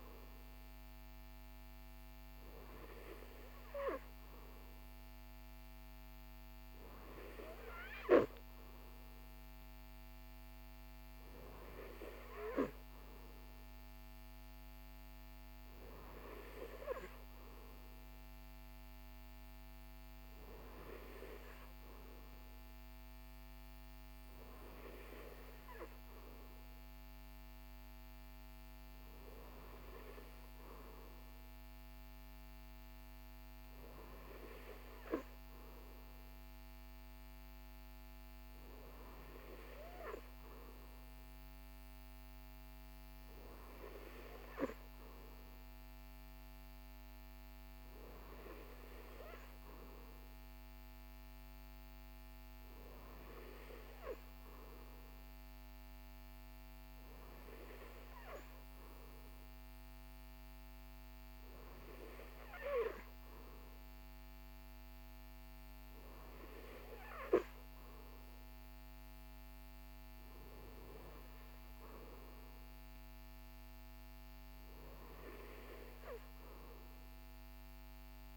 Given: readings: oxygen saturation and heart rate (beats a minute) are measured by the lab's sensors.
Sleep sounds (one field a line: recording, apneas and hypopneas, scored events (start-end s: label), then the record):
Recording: breathing in sleep by a microphone on the trachea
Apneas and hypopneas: none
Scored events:
none scored
From the record:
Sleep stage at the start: N3 (deep sleep)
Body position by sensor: on the right side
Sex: male